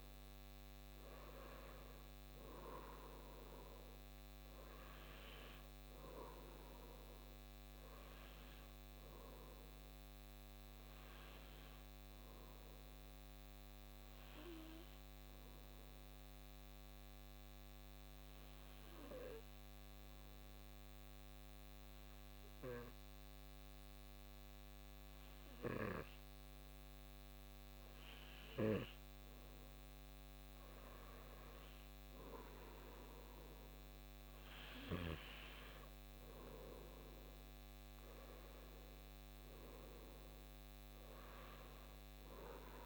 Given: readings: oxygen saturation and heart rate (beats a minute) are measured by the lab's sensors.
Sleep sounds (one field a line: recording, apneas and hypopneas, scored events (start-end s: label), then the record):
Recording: breathing in sleep by a microphone on the trachea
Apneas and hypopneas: 1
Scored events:
0.00-15.00 s: oxygen desaturation (device-marked, oxygen 97% before, 93% lowest)
13.50-28.50 s: obstructive apnea (oxygen 97% before, 95% lowest)
30.50-34.50 s: arousal
From the record:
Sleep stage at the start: N2 (light sleep)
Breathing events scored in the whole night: 182 in 5.9 hours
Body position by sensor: on the back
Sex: male